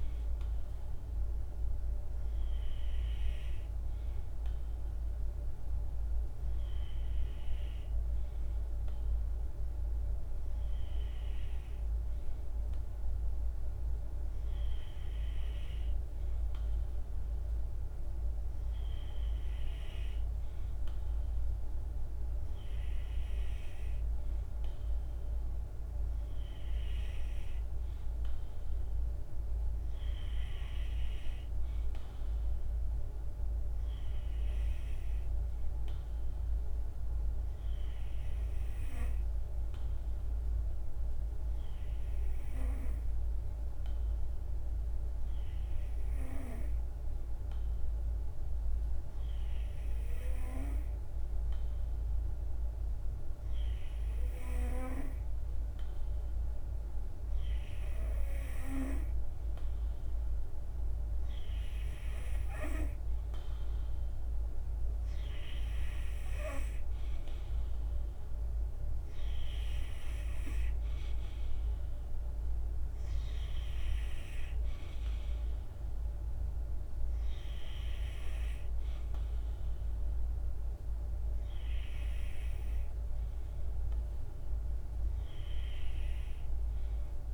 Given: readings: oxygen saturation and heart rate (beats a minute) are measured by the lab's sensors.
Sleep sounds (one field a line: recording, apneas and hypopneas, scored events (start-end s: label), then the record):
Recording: breathing in sleep by a room microphone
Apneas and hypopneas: none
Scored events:
none scored
From the record:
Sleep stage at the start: N2 (light sleep)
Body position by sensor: on the right side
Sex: male